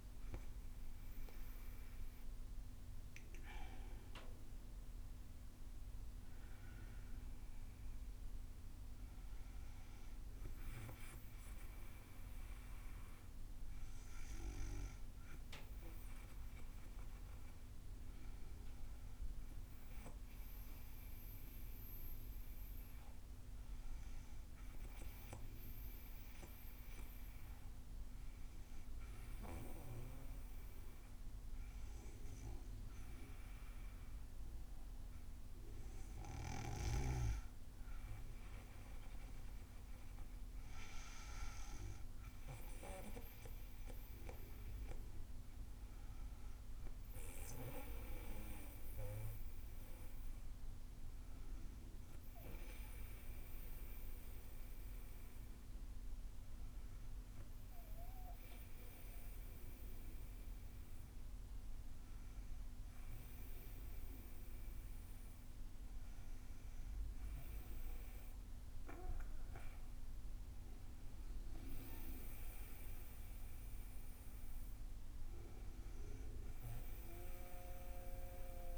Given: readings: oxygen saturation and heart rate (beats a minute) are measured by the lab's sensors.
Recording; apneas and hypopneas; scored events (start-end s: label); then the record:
breathing in sleep by a room microphone; 1
22.00-35.50 s: hypopnea (oxygen 97% before, 94% lowest, heart rate 63 before, 58 extreme, up 8 after)
38.00-41.50 s: arousal
From the record:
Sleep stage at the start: N2 (light sleep); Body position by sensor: on the back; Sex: female